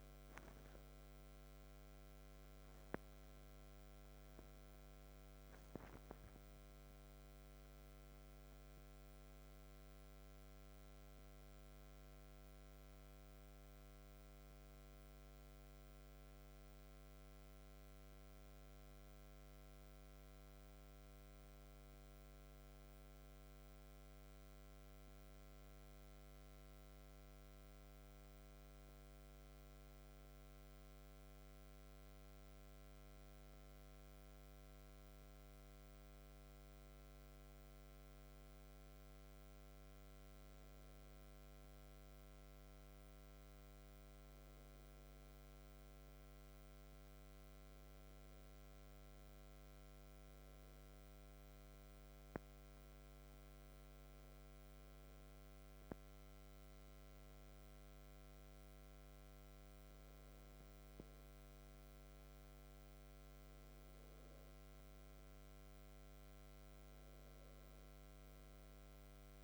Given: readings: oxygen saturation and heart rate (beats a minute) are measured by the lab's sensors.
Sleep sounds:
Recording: breathing in sleep, hard to hear, by a microphone on the trachea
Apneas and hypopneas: none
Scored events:
none scored
From the record:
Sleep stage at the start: N2 (light sleep)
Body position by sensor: on the back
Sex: male

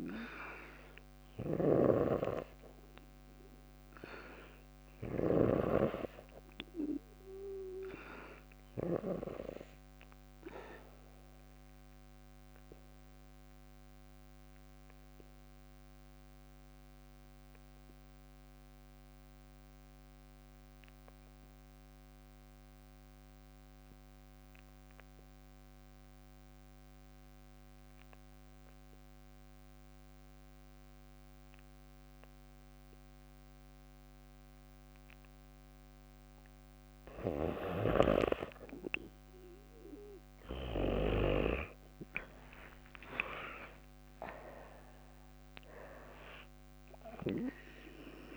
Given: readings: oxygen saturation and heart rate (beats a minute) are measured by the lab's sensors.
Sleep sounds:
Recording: breathing in sleep by a microphone on the trachea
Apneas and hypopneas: 1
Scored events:
0.00-3.00 s: arousal
0.00-4.50 s: snoring (device-marked)
9.00-35.00 s: obstructive apnea (oxygen 97% before, 79% lowest, heart rate 58 before, 55 extreme, up 4 after)
36.00-48.37 s: oxygen desaturation (device-marked, oxygen 95% before, 79% lowest, heart rate 56 before, 57 extreme)
40.50-45.00 s: arousal
From the record:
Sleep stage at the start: N2 (light sleep)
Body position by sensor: on the back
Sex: female

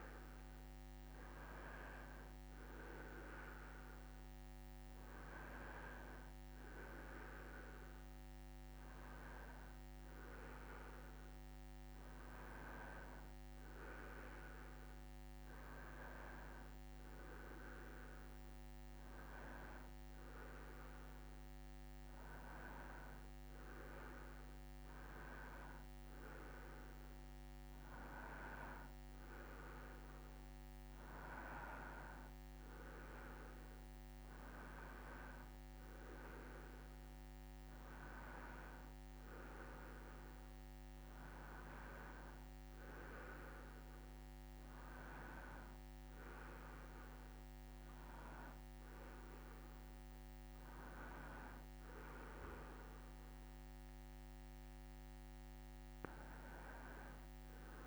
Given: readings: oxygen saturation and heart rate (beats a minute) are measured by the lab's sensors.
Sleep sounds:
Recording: a person awake in a sleep study, by a microphone on the trachea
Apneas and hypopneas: none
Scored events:
30.50-57.87 s: new sleep stage, N1 (lightest sleep)
From the record:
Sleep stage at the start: awake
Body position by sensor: on the back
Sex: male

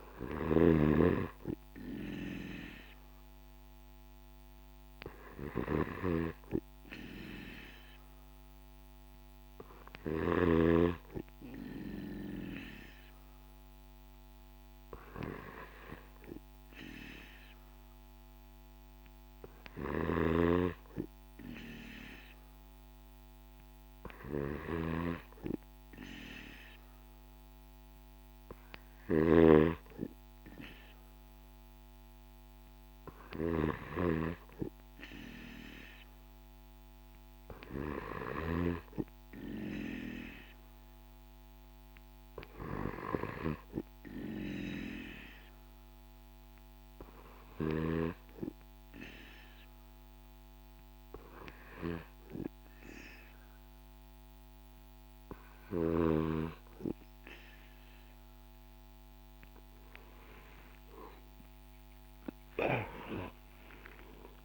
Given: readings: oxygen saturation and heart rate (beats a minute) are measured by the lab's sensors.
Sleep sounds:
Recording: breathing in sleep by a microphone on the trachea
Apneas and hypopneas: none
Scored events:
0.00-10.00 s: snoring (device-marked)
19.00-33.00 s: snoring (device-marked)
59.50-64.45 s: new sleep stage, awake
From the record:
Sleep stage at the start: N3 (deep sleep)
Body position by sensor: on the right side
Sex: male

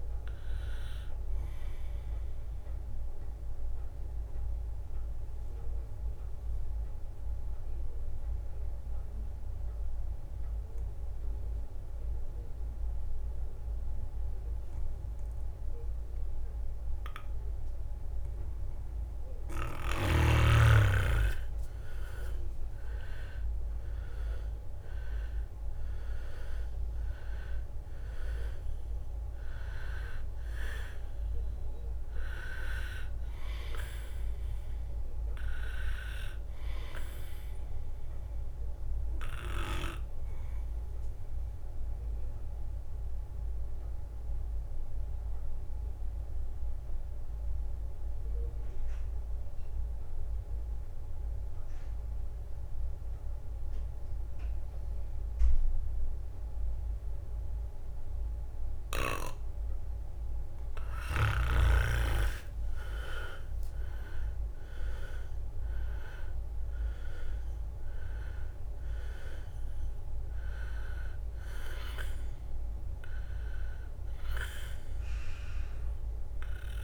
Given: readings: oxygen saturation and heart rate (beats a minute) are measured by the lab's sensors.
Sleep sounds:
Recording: breathing in sleep by a room microphone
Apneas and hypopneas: 2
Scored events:
0.00-4.50 s: oxygen desaturation (device-marked, oxygen 90% lowest, heart rate 63 extreme)
4.00-18.00 s: obstructive apnea (oxygen 98% before, 92% lowest, heart rate 67 before, 63 extreme, up 8 after)
20.50-24.50 s: arousal
21.50-35.50 s: drop in pulse transit time (device-marked, heart rate 65 before, 69 extreme)
22.50-49.50 s: oxygen desaturation (device-marked, oxygen 98% before, 92% lowest, heart rate 65 before, 61 extreme)
42.00-58.50 s: obstructive apnea (oxygen 99% before, 92% lowest, heart rate 69 before, 61 extreme, up 11 after)
60.50-65.00 s: arousal
62.50-76.50 s: drop in pulse transit time (device-marked, heart rate 65 before, 68 extreme)
64.50-76.84 s: oxygen desaturation (device-marked, oxygen 99% before, 92% lowest, heart rate 65 before, 62 extreme)
From the record:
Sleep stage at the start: N2 (light sleep)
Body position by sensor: on the back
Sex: male

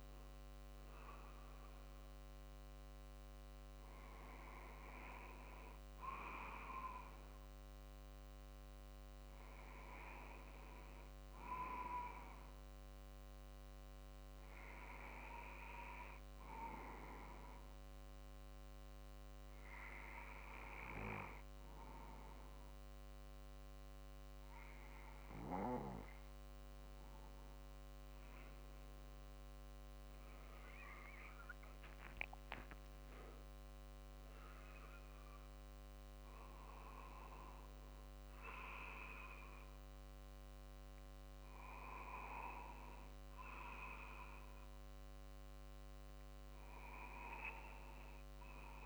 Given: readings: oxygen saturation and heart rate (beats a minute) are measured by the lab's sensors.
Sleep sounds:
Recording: breathing in sleep by a microphone on the trachea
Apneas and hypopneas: 1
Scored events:
0.00-12.00 s: drop in pulse transit time (device-marked, heart rate 47 extreme)
17.00-29.00 s: hypopnea (oxygen 95% before, 93% lowest, heart rate 49 before, 47 extreme, up 4 after)
30.50-35.00 s: arousal
32.00-45.00 s: drop in pulse transit time (device-marked, heart rate 47 before, 48 extreme)
From the record:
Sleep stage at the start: N2 (light sleep)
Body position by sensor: on the right side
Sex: male

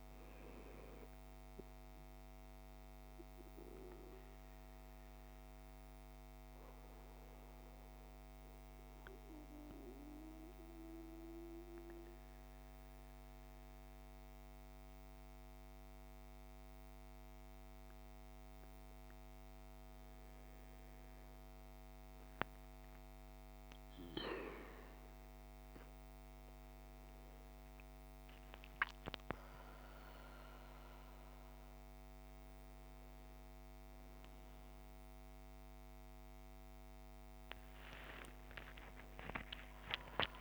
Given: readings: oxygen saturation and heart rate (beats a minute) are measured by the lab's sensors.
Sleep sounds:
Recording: a person partly awake in a sleep study, by a microphone on the trachea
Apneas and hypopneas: 1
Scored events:
0.00-6.50 s: oxygen desaturation (device-marked, oxygen 93% lowest, heart rate 55 extreme)
8.50-20.00 s: obstructive apnea (oxygen 97% before, 94% lowest, heart rate 57 before, 55 extreme, up 5 after)
25.50-40.41 s: new sleep stage, awake
From the record:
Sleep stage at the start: N2 (light sleep)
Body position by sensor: on the right side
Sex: male

